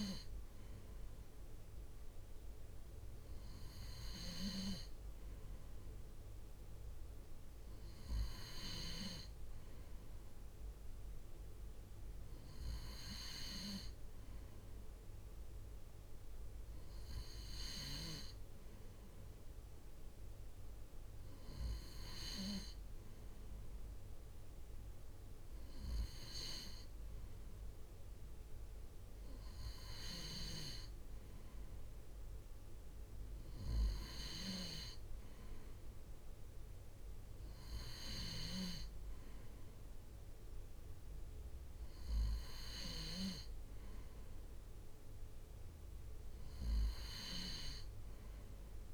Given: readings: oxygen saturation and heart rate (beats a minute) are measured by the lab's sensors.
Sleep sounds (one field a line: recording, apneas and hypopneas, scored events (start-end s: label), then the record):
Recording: breathing in sleep by a room microphone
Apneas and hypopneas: none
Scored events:
none scored
From the record:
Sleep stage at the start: N2 (light sleep)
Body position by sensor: on the right side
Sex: male